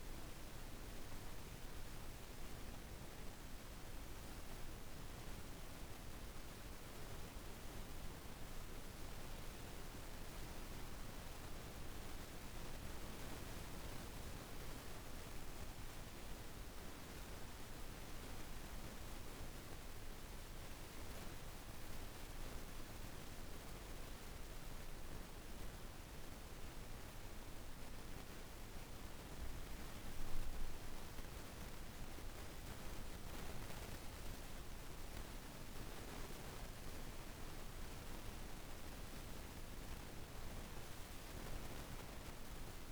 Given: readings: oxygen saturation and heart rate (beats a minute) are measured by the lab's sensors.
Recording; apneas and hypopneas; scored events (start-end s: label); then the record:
breathing in sleep, hard to hear, by a room microphone; 2
1.00-11.50 s: hypopnea (oxygen 96% before, 92% lowest)
16.00-20.50 s: arousal
22.00-33.00 s: hypopnea (oxygen 97% before, 83% lowest)
35.50-39.50 s: arousal
37.00-42.92 s: oxygen desaturation (device-marked, oxygen 96% before, 92% lowest)
From the record:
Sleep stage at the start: N2 (light sleep); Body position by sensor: on the back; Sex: female